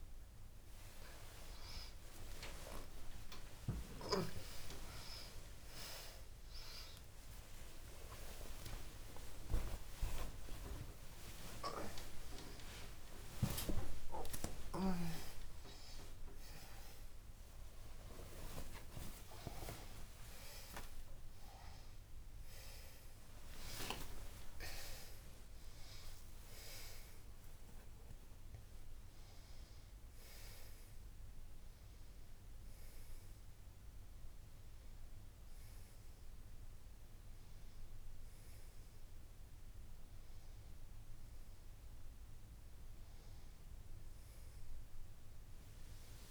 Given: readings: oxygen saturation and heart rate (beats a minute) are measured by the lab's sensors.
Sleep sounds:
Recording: a person awake in a sleep study, by a room microphone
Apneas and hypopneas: none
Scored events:
none scored
From the record:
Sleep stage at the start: awake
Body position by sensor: on the back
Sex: female

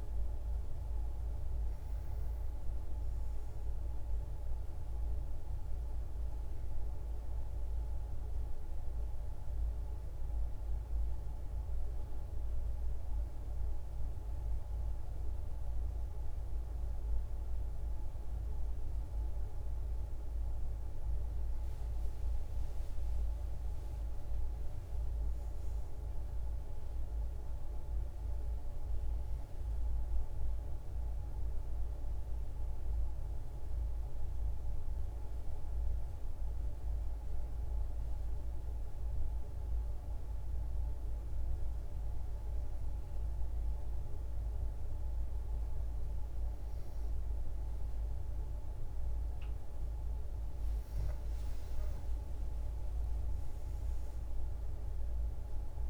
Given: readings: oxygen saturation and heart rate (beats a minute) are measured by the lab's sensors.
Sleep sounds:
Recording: breathing in sleep, hard to hear, by a room microphone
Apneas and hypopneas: 2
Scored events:
8.00-20.50 s: hypopnea (oxygen 97% before, 92% lowest, heart rate 174 before, 155 extreme, up 25 after)
22.50-26.50 s: arousal
29.00-34.00 s: oxygen desaturation (device-marked, oxygen 97% before, 93% lowest, heart rate 200 before, 163 extreme)
34.50-49.00 s: hypopnea (oxygen 97% before, 92% lowest, heart rate 185 before, 129 extreme)
51.50-55.50 s: arousal
From the record:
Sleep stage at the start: N2 (light sleep)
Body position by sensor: on the back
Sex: female

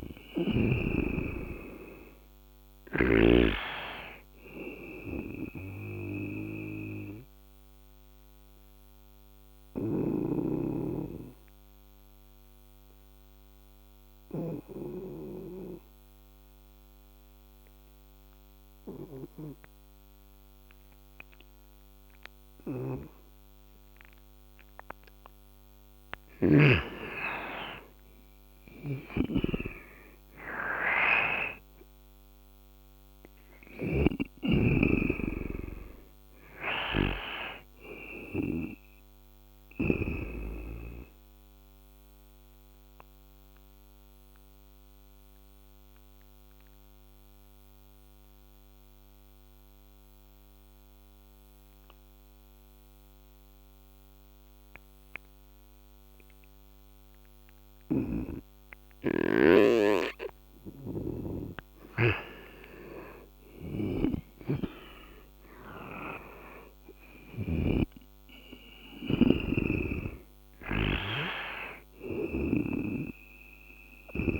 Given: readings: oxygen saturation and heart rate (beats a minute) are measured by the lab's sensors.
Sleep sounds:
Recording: breathing in sleep by a microphone on the trachea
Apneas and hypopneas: 2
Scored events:
0.00-3.00 s: snoring (device-marked)
0.00-21.00 s: oxygen desaturation (device-marked, oxygen 98% before, 89% lowest, heart rate 75 before, 74 extreme)
6.00-25.50 s: obstructive apnea (oxygen 98% before, 89% lowest, heart rate 77 before, 72 extreme, up 8 after)
9.00-14.00 s: snoring (device-marked)
22.00-26.50 s: snoring (device-marked)
27.00-31.00 s: arousal
28.50-39.50 s: snoring (device-marked)
30.00-42.00 s: oxygen desaturation (device-marked, oxygen 97% before, 91% lowest, heart rate 76 before, 72 extreme)
41.00-58.50 s: obstructive apnea (oxygen 97% before, 90% lowest, heart rate 79 before, 72 extreme, up 8 after)
61.50-65.50 s: arousal
63.50-67.00 s: snoring (device-marked)
64.00-74.00 s: oxygen desaturation (device-marked, oxygen 97% before, 92% lowest, heart rate 74 before, 70 extreme)
From the record:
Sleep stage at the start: N2 (light sleep)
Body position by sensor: on the right side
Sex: male

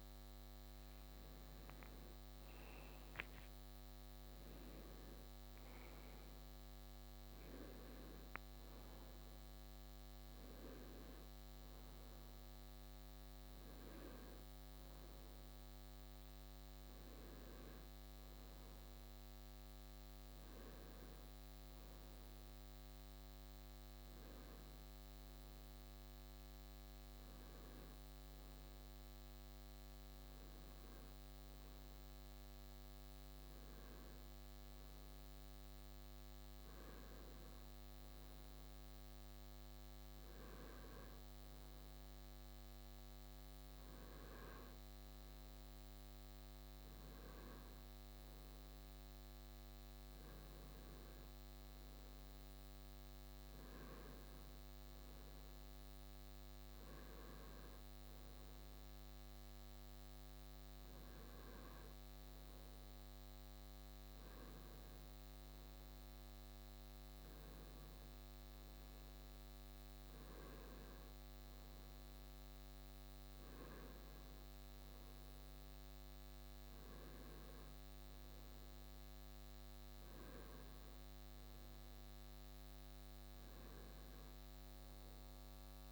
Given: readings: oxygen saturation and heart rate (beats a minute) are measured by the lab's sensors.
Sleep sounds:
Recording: a person partly awake in a sleep study, hard to hear, by a microphone on the trachea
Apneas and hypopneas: none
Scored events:
25.00-85.00 s: new sleep stage, N1 (lightest sleep)
85.00-85.92 s: new sleep stage, N2 (light sleep)
From the record:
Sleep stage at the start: awake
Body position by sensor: on the right side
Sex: male

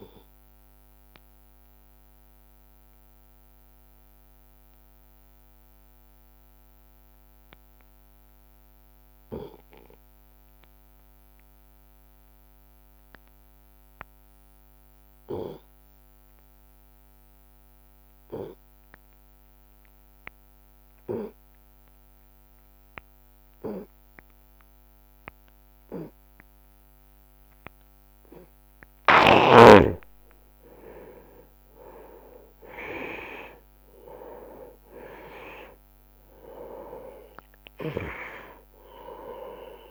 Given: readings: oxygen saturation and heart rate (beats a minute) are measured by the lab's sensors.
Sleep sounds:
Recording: breathing in sleep by a microphone on the trachea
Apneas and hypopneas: 1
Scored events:
1.50-27.50 s: obstructive apnea (oxygen 98% before, 87% lowest)
13.50-21.50 s: oxygen desaturation (device-marked, oxygen 96% before, 87% lowest)
30.00-35.00 s: arousal
From the record:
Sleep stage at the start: N2 (light sleep)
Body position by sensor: on the right side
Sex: male

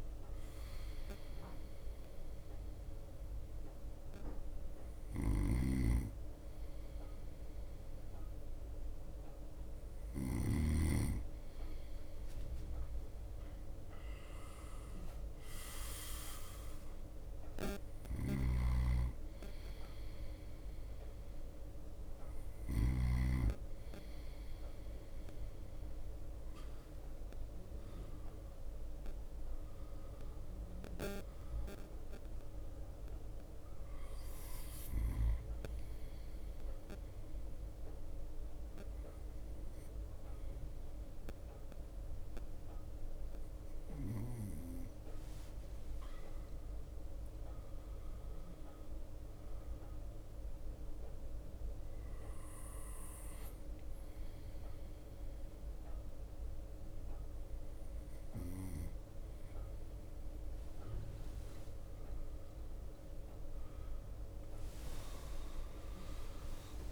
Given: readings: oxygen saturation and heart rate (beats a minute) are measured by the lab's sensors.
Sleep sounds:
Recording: breathing in sleep by a room microphone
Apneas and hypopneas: 1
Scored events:
2.50-10.50 s: bradycardia (device-marked, heart rate 57 before, 57 extreme)
5.50-11.00 s: snoring (device-marked)
16.50-23.50 s: bradycardia (device-marked, heart rate 57 before, 54 extreme)
18.50-23.50 s: snoring (device-marked)
26.50-30.00 s: arousal
27.50-29.50 s: long interval between heartbeats (device-marked, heart rate 58 before, 68 extreme)
30.50-38.50 s: drop in pulse transit time (device-marked, heart rate 60 before, 55 extreme)
32.50-65.50 s: bradycardia (device-marked, heart rate 58 before, 54 extreme)
35.50-50.00 s: hypopnea (oxygen 95% before, 94% lowest, heart rate 62 before, 54 extreme, up 3 after)
53.50-66.92 s: new sleep stage, awake
From the record:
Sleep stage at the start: N2 (light sleep)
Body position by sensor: on the right side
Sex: male

